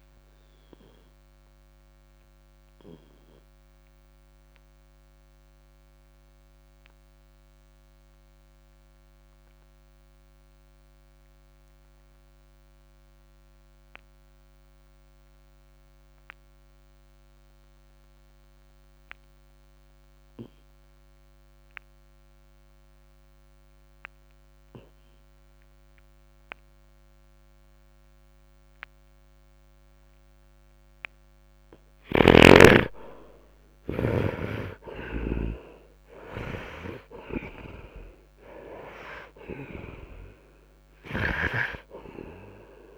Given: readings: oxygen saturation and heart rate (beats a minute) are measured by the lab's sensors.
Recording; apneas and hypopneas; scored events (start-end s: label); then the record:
breathing in sleep by a microphone on the trachea; 1
0.00-27.50 s: oxygen desaturation (device-marked, oxygen 73% lowest, heart rate 51 extreme)
0.50-30.50 s: obstructive apnea (oxygen 95% before, 73% lowest, heart rate 56 before, 51 extreme, up 4 after)
32.00-41.50 s: snoring (device-marked)
32.50-37.50 s: arousal
33.50-42.97 s: oxygen desaturation (device-marked, oxygen 94% before, 79% lowest, heart rate 60 before, 60 extreme)
From the record:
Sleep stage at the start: N2 (light sleep); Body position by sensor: on the right side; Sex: male